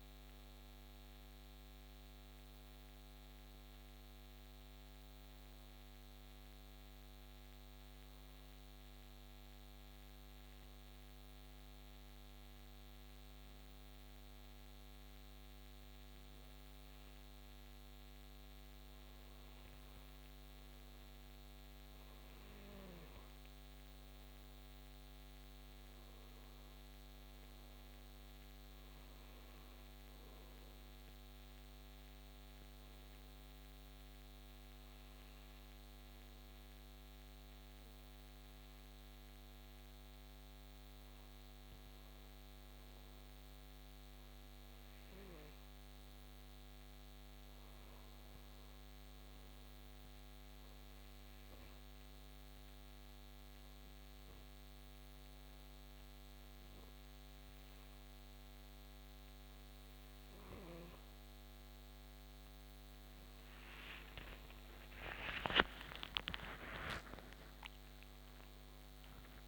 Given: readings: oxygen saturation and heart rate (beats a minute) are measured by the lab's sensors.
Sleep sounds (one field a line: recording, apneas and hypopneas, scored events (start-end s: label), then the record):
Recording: breathing in sleep, hard to hear, by a microphone on the trachea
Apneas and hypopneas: 3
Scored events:
7.50-20.50 s: hypopnea (oxygen 95% before, 86% lowest, heart rate 100 before, 68 extreme, up 8 after)
20.50-32.50 s: oxygen desaturation (device-marked, oxygen 94% before, 86% lowest, heart rate 72 before, 68 extreme)
23.00-27.00 s: arousal
31.00-41.00 s: hypopnea (oxygen 95% before, 86% lowest, heart rate 72 before, 68 extreme, up 3 after)
42.00-46.50 s: arousal
46.50-54.50 s: oxygen desaturation (device-marked, oxygen 93% before, 90% lowest, heart rate 72 before, 72 extreme)
51.50-62.00 s: obstructive apnea (oxygen 93% before, 86% lowest, heart rate 71 before, 66 extreme, up 23 after)
64.00-69.48 s: arousal
65.50-69.48 s: oxygen desaturation (device-marked, oxygen 92% before, 88% lowest, heart rate 73 before, 66 extreme)
From the record:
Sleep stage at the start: N2 (light sleep)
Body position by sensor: on the back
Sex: male